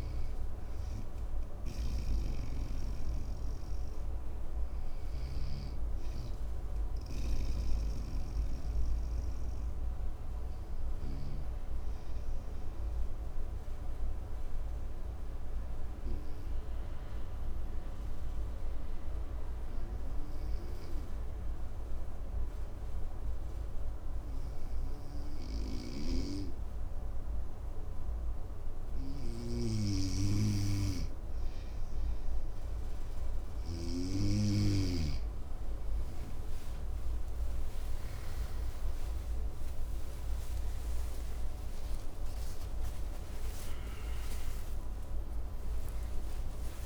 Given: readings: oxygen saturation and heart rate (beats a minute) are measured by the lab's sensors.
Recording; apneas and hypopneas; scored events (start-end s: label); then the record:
a person partly awake in a sleep study, by a room microphone; 1
11.00-28.00 s: obstructive apnea (oxygen 98% before, 96% lowest, heart rate 61 before, 55 extreme, up 5 after)
28.00-46.85 s: new sleep stage, awake
29.00-33.50 s: snoring (device-marked)
From the record:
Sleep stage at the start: N2 (light sleep); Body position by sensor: on the right side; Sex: male